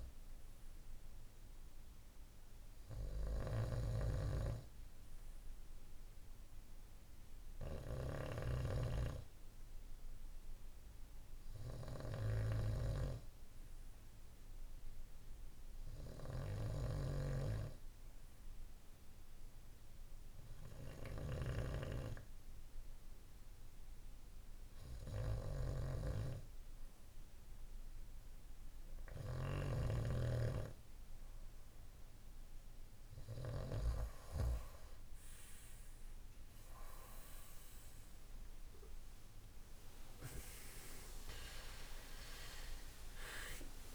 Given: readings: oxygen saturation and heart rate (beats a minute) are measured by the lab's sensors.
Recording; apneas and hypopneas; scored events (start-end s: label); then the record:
breathing in sleep by a room microphone; none
16.50-21.50 s: snoring (device-marked)
From the record:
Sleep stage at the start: N2 (light sleep); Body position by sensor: on the right side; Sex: male